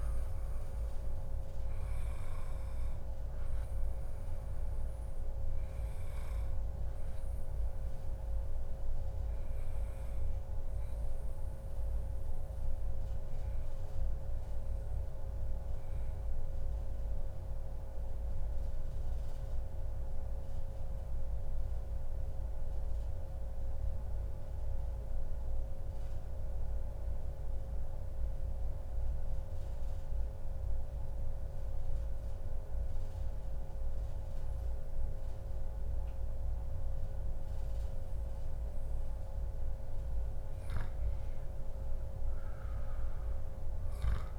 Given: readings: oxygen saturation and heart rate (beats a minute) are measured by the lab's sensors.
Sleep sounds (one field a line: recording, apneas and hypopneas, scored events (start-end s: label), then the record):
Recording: breathing in sleep, hard to hear, by a room microphone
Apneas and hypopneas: 1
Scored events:
0.00-9.00 s: oxygen desaturation (device-marked, oxygen 92% lowest, heart rate 142 extreme)
7.00-39.50 s: obstructive apnea (oxygen 95% before, 93% lowest, heart rate 140 before, 130 extreme, up 1 after)
40.50-44.39 s: arousal
43.00-44.39 s: long interval between heartbeats (device-marked, heart rate 143 before, 131 extreme)
43.00-44.39 s: oxygen desaturation (device-marked, oxygen 98% before, 93% lowest, heart rate 143 before, 132 extreme)
From the record:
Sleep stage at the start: N2 (light sleep)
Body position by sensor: on the back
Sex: male